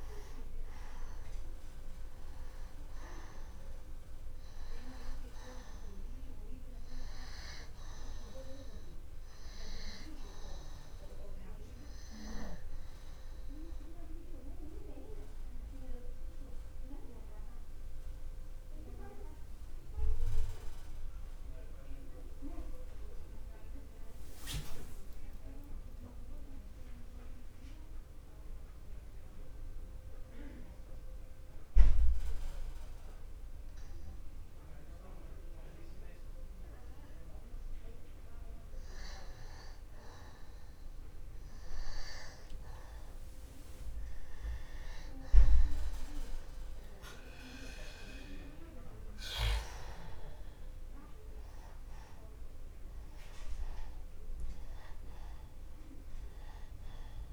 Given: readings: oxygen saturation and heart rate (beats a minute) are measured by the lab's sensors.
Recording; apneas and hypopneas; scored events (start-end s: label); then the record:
breathing in sleep by a room microphone; 1
1.00-30.00 s: oxygen desaturation (device-marked, oxygen 97% before, 89% lowest)
14.00-39.00 s: obstructive apnea (oxygen 97% before, 85% lowest)
42.00-47.50 s: arousal
48.00-57.33 s: oxygen desaturation (device-marked, oxygen 96% before, 85% lowest)
From the record:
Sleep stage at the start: N2 (light sleep); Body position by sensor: on the back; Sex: male